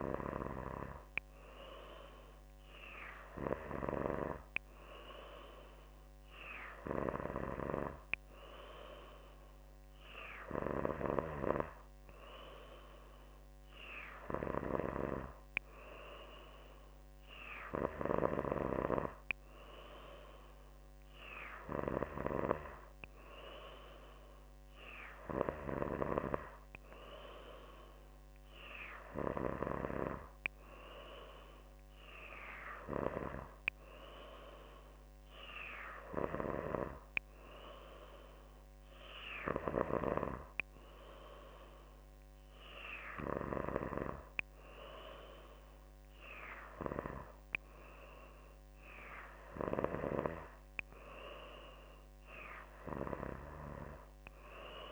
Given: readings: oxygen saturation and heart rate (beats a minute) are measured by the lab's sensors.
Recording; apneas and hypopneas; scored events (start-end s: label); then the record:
breathing in sleep by a microphone on the trachea; none
none scored
From the record:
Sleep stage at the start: N3 (deep sleep); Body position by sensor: on the back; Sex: female